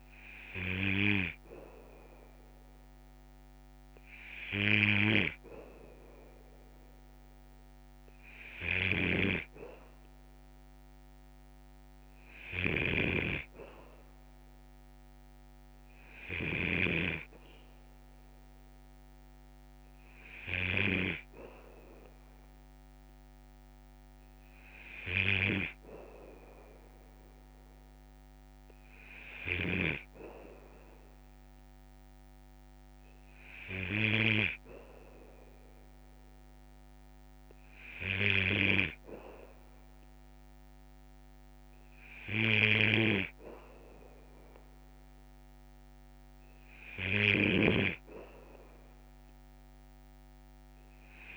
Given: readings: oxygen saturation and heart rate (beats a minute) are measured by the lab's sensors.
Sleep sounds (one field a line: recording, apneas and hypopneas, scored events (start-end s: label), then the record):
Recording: breathing in sleep by a microphone on the trachea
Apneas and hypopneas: none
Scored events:
8.50-16.50 s: snoring (device-marked)
From the record:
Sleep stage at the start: N2 (light sleep)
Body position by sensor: on the back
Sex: male